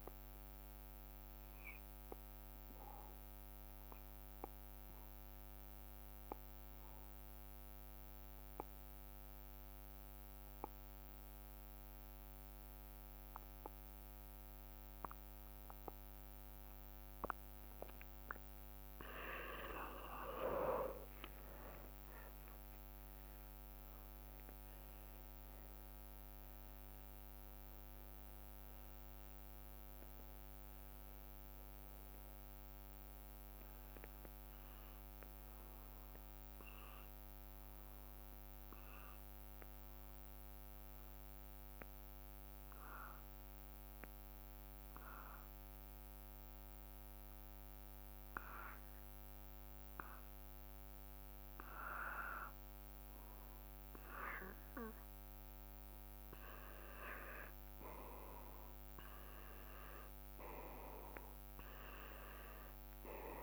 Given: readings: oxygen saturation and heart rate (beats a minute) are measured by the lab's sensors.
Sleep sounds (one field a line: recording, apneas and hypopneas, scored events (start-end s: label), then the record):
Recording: breathing in sleep by a microphone on the trachea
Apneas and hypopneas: 2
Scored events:
2.00-18.50 s: obstructive apnea (oxygen 95% before, 87% lowest, heart rate 63 before, 55 extreme, up 8 after)
20.00-24.00 s: arousal
21.50-46.50 s: oxygen desaturation (device-marked, oxygen 95% before, 87% lowest, heart rate 57 before, 55 extreme)
23.50-37.50 s: drop in pulse transit time (device-marked, heart rate 57 before, 58 extreme)
39.50-53.50 s: obstructive apnea (oxygen 95% before, 87% lowest, heart rate 61 before, 55 extreme, up 5 after)
55.00-59.50 s: arousal
59.50-63.43 s: oxygen desaturation (device-marked, oxygen 97% before, 91% lowest, heart rate 57 before, 56 extreme)
From the record:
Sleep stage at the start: N2 (light sleep)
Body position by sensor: on the back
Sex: male